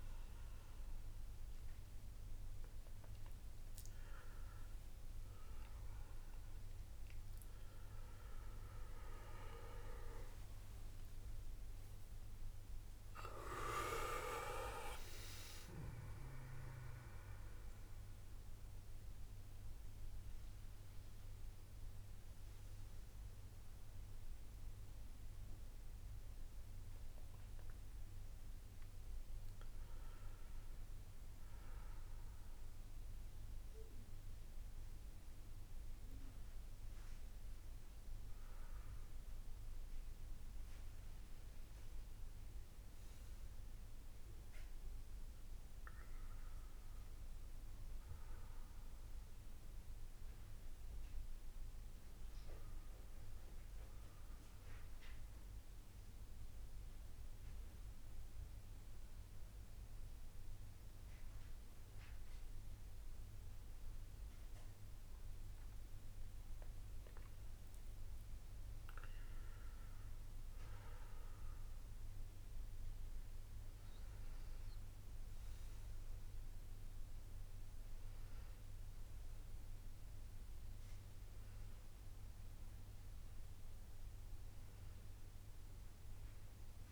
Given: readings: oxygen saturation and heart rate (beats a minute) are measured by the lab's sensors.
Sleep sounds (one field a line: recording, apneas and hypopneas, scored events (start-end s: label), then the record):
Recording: breathing in sleep by a room microphone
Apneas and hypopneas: none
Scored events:
8.00-13.00 s: arousal
66.00-85.00 s: oxygen desaturation (device-marked, oxygen 98% before, 94% lowest, heart rate 86 before, 87 extreme)
From the record:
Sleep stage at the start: N1 (lightest sleep)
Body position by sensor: on the back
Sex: male